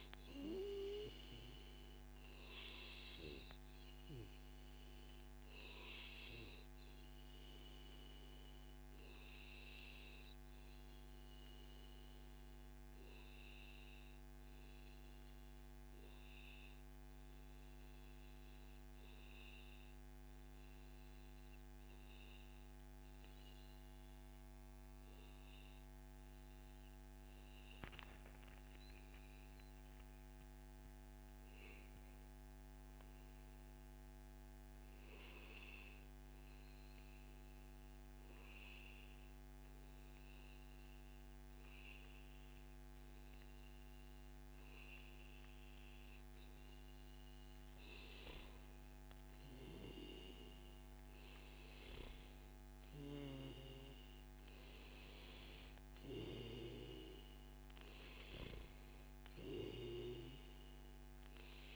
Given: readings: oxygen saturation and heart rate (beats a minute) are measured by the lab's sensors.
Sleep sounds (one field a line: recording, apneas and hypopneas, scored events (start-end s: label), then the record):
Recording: breathing in sleep by a microphone on the trachea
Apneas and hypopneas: 2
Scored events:
5.00-27.00 s: obstructive apnea (oxygen 97% before, 94% lowest, heart rate 136 before, 86 extreme, up 0 after)
28.50-32.00 s: arousal
37.00-47.50 s: obstructive apnea (oxygen 98% before, 95% lowest, heart rate 135 before, 114 extreme, up 43 after)
49.00-52.50 s: arousal
From the record:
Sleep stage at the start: N2 (light sleep)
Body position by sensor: on the back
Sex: male